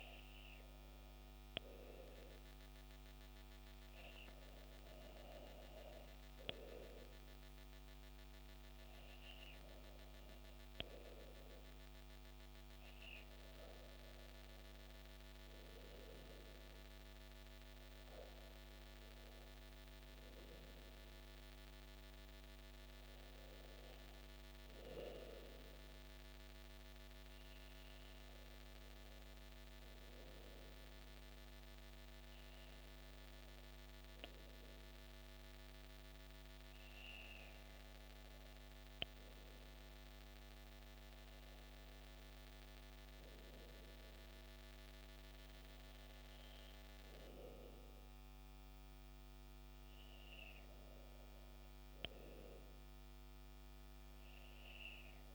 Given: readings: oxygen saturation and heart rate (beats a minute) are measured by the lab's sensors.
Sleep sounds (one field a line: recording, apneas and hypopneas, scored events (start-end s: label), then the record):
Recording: breathing in sleep by a microphone on the trachea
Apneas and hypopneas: none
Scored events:
16.00-21.50 s: arousal
From the record:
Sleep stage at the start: N2 (light sleep)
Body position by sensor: on the back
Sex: male